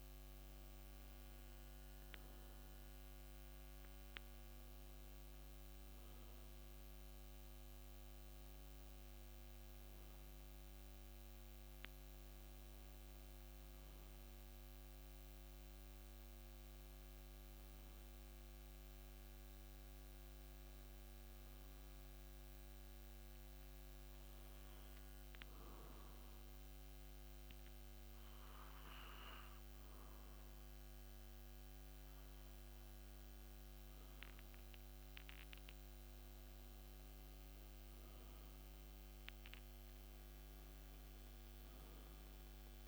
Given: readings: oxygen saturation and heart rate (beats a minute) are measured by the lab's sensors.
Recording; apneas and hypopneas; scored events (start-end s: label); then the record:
breathing in sleep, hard to hear, by a microphone on the trachea; 1
21.50-36.50 s: hypopnea (oxygen 97% before, 96% lowest)
39.50-42.88 s: arousal
From the record:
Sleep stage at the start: N2 (light sleep); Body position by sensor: on the back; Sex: male